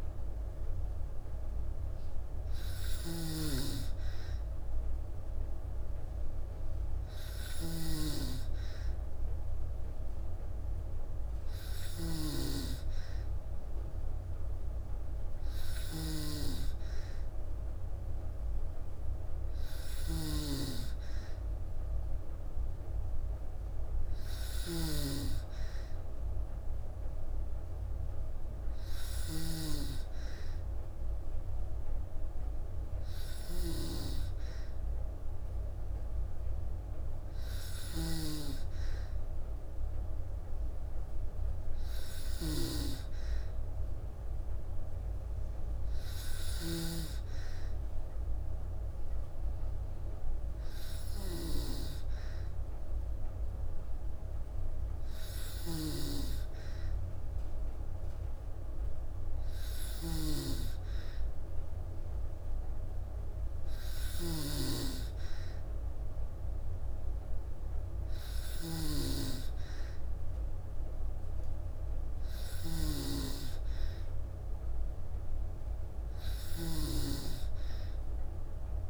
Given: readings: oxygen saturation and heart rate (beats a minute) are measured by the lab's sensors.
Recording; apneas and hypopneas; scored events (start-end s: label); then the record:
breathing in sleep by a room microphone; none
0.00-78.90 s: snoring (device-marked)
From the record:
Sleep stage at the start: N2 (light sleep); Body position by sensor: on the back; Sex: female